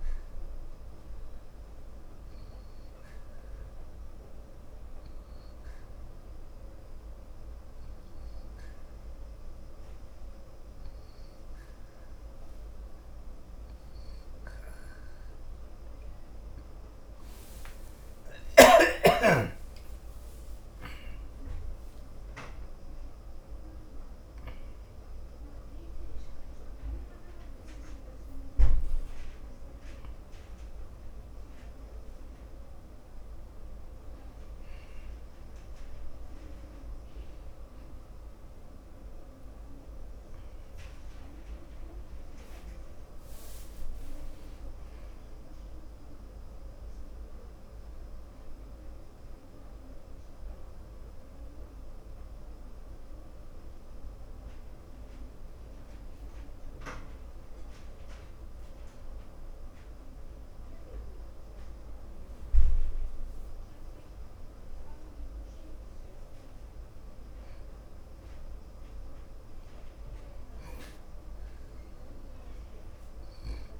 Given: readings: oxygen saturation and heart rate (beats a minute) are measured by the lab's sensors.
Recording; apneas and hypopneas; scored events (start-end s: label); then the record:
breathing in sleep, hard to hear, by a room microphone; 2
0.50-14.00 s: hypopnea (oxygen 96% before, 91% lowest, heart rate 58 before, 37 extreme, up 22 after)
18.00-22.00 s: arousal
53.00-63.00 s: obstructive apnea (oxygen 96% before, 92% lowest)
65.00-68.50 s: arousal
From the record:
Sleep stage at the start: N2 (light sleep); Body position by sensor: on the back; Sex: male